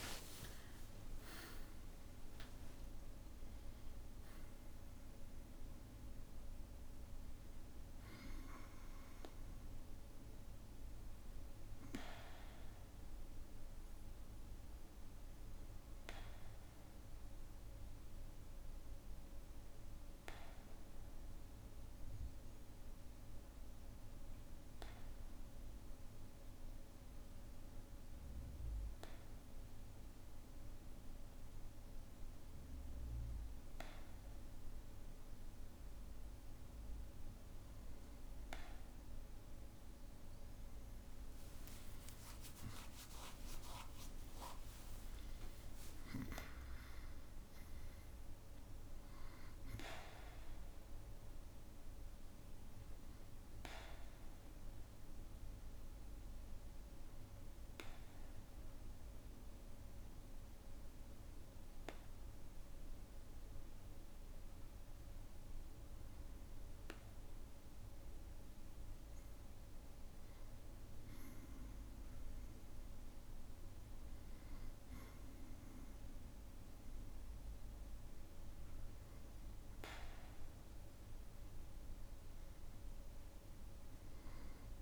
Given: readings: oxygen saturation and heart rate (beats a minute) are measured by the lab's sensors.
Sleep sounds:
breathing in sleep by a room microphone; 2
0.00-1.50 s: long interval between heartbeats (device-marked, heart rate 67 extreme)
0.00-28.50 s: oxygen desaturation (device-marked, oxygen 93% lowest, heart rate 52 extreme)
19.50-36.50 s: hypopnea (oxygen 97% before, 94% lowest, heart rate 62 before, 52 extreme)
39.50-45.50 s: tachycardia (device-marked, heart rate 64 before, 118 extreme)
41.50-43.50 s: long interval between heartbeats (device-marked, heart rate 56 before, 87 extreme)
41.50-45.00 s: arousal
44.50-46.50 s: long interval between heartbeats (device-marked, heart rate 63 before, 118 extreme)
56.50-71.50 s: hypopnea (oxygen 99% before, 96% lowest, heart rate 81 before, 53 extreme, up 4 after)
73.00-77.00 s: arousal
From the record:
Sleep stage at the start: N2 (light sleep); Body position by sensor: on the back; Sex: male

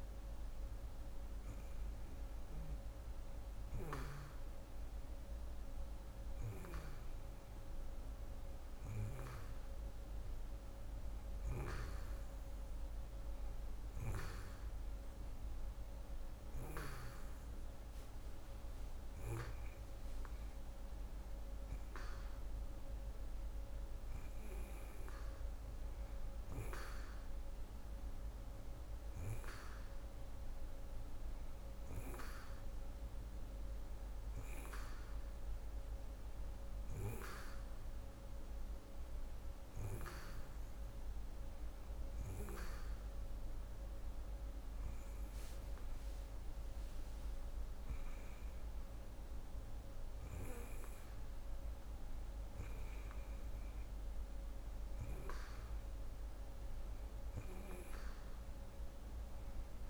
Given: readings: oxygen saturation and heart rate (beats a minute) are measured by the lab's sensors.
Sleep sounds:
breathing in sleep by a room microphone; none
none scored
From the record:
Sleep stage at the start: N2 (light sleep); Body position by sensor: on the right side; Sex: female

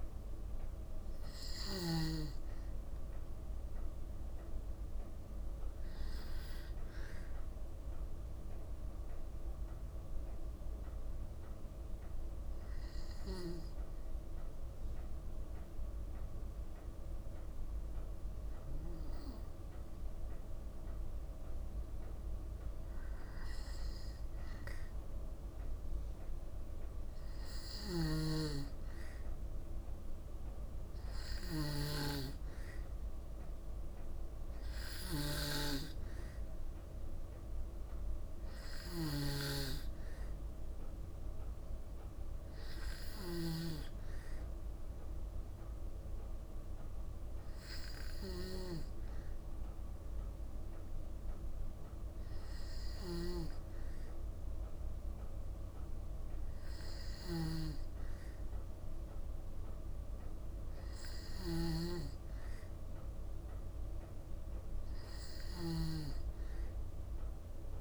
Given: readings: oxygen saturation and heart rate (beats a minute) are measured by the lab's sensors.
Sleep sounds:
breathing in sleep by a room microphone; 1
0.00-4.00 s: arousal
7.50-22.50 s: hypopnea (oxygen 93% before, 92% lowest, heart rate 55 before, 52 extreme, up 2 after)
24.50-29.00 s: arousal
27.00-67.81 s: snoring (device-marked)
From the record:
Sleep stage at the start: N2 (light sleep); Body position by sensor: on the back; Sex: female

